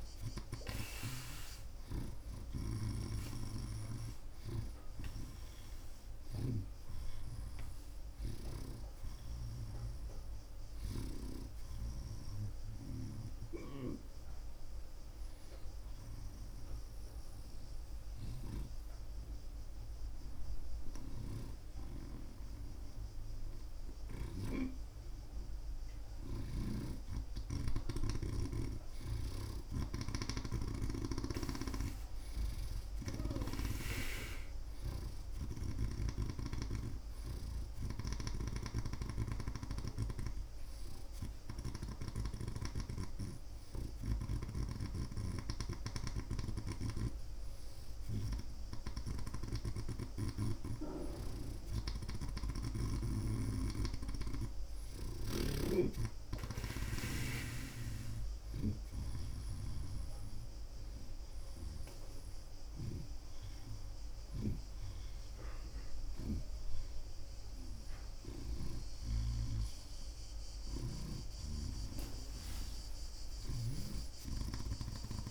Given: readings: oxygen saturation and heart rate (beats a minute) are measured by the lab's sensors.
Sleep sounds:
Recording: breathing in sleep by a room microphone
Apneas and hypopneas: none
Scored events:
13.50-24.50 s: snoring (device-marked)
26.50-33.50 s: snoring (device-marked)
32.00-50.00 s: oxygen desaturation (device-marked, oxygen 91% before, 85% lowest)
38.00-42.50 s: snoring (device-marked)
44.50-53.50 s: snoring (device-marked)
55.50-69.00 s: snoring (device-marked)
From the record:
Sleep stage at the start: REM sleep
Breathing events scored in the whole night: 49 in 2.9 hours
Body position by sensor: on the right side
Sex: male

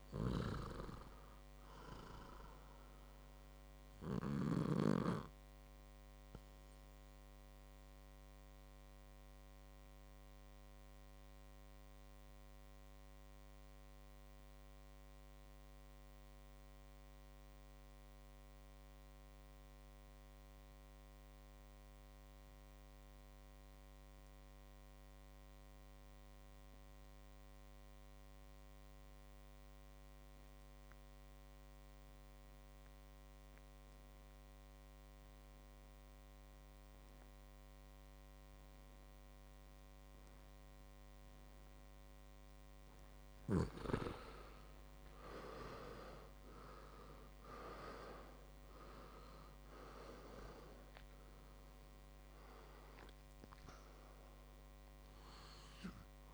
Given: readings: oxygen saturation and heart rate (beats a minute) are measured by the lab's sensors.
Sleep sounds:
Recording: breathing in sleep by a microphone on the trachea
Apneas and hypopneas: 1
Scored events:
0.00-17.00 s: oxygen desaturation (device-marked, oxygen 84% lowest, heart rate 54 extreme)
5.50-42.50 s: mixed apnea (oxygen 100% before, 84% lowest, heart rate 64 before, 48 extreme, up 16 after)
34.00-56.34 s: oxygen desaturation (device-marked, oxygen 99% before, 85% lowest, heart rate 57 before, 48 extreme)
44.50-50.00 s: arousal
From the record:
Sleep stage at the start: REM sleep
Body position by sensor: on the back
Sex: male

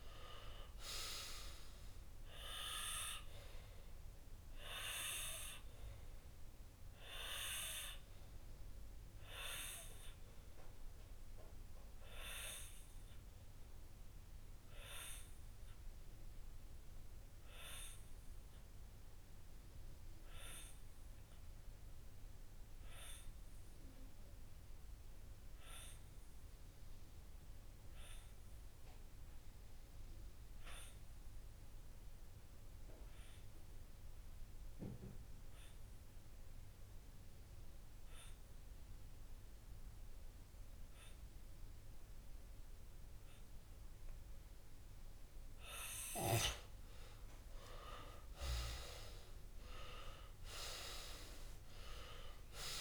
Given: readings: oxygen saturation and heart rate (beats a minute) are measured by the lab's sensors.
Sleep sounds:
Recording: breathing in sleep by a room microphone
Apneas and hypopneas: 1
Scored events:
0.00-5.00 s: oxygen desaturation (device-marked, oxygen 94% lowest)
9.50-45.00 s: obstructive apnea (oxygen 98% before, 93% lowest)
30.50-32.50 s: long interval between heartbeats (device-marked)
42.00-52.81 s: oxygen desaturation (device-marked, oxygen 99% before, 95% lowest)
46.50-49.50 s: arousal
From the record:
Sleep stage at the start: N2 (light sleep)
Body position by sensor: on the left side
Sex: male

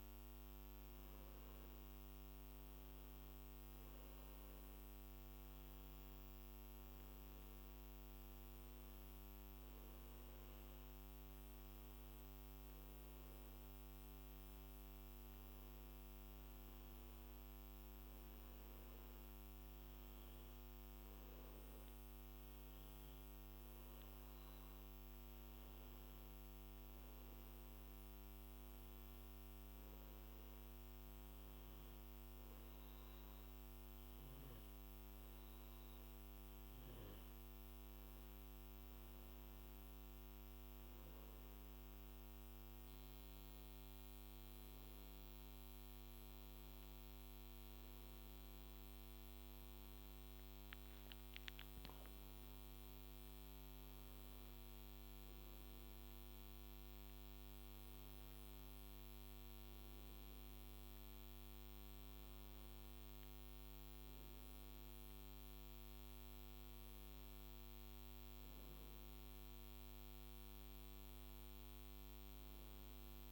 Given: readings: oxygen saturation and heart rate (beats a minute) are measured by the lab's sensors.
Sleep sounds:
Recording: breathing in sleep, hard to hear, by a microphone on the trachea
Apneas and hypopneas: none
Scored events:
67.00-71.50 s: arousal
From the record:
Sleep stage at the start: N2 (light sleep)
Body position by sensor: on the back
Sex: male

